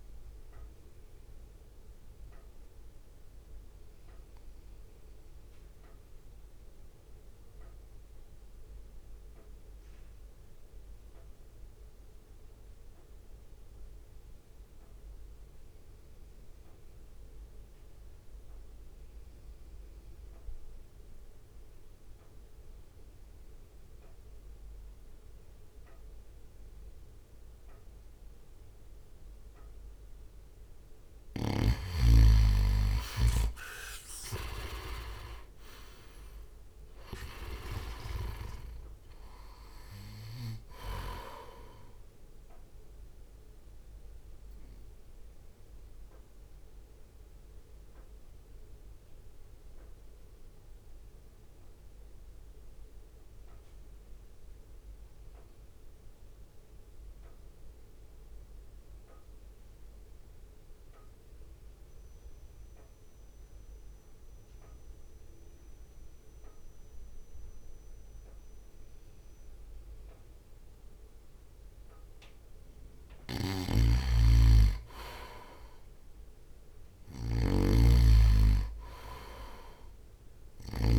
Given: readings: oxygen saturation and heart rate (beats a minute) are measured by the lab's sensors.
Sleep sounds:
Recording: breathing in sleep by a room microphone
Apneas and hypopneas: 2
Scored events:
0.00-3.00 s: drop in pulse transit time (device-marked, heart rate 48 extreme)
1.50-31.00 s: mixed apnea (oxygen 98% before, 90% lowest, heart rate 55 before, 49 extreme, up 1 after)
15.00-25.00 s: oxygen desaturation (device-marked, oxygen 95% before, 90% lowest, heart rate 54 before, 49 extreme)
33.00-46.00 s: drop in pulse transit time (device-marked, heart rate 62 before, 49 extreme)
33.50-37.50 s: arousal
36.00-48.00 s: oxygen desaturation (device-marked, oxygen 98% before, 92% lowest, heart rate 62 before, 49 extreme)
44.50-72.50 s: mixed apnea (oxygen 98% before, 90% lowest, heart rate 59 before, 47 extreme, up 2 after)
69.00-80.98 s: oxygen desaturation (device-marked, oxygen 99% before, 93% lowest, heart rate 56 before, 47 extreme)
73.50-80.98 s: snoring (device-marked)
75.50-79.00 s: arousal
77.00-80.98 s: drop in pulse transit time (device-marked, heart rate 59 before, 47 extreme)
From the record:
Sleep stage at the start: N2 (light sleep)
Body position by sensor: on the right side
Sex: male

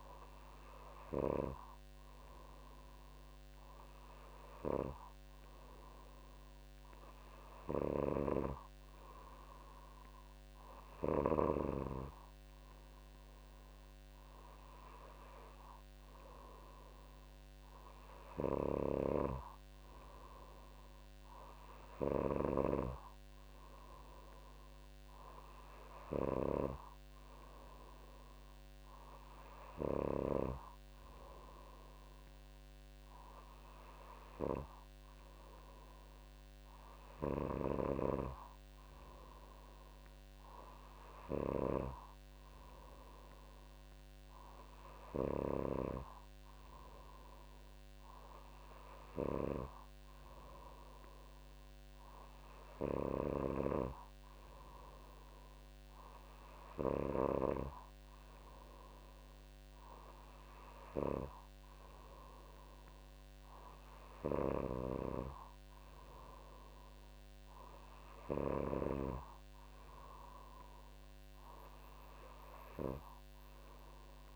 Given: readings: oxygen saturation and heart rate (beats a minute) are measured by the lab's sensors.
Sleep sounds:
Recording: breathing in sleep by a microphone on the trachea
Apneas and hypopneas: none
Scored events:
none scored
From the record:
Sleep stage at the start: N2 (light sleep)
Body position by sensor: on the back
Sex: female

